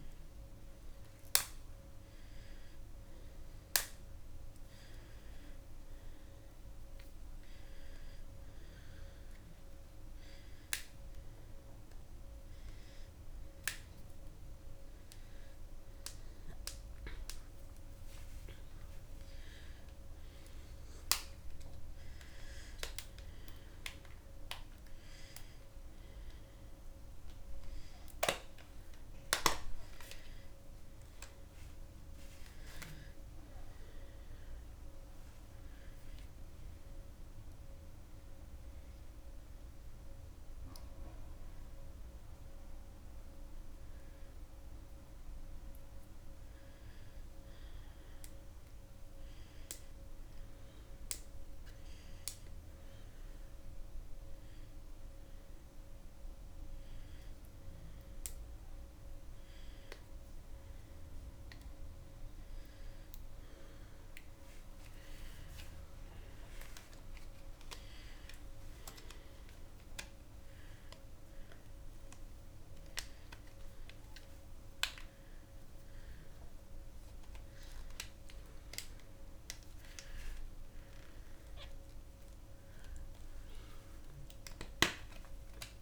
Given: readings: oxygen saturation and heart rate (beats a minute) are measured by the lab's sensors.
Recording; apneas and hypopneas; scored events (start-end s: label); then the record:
a person awake in a sleep study, by a room microphone; none
none scored
From the record:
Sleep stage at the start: awake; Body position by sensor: on the back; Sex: female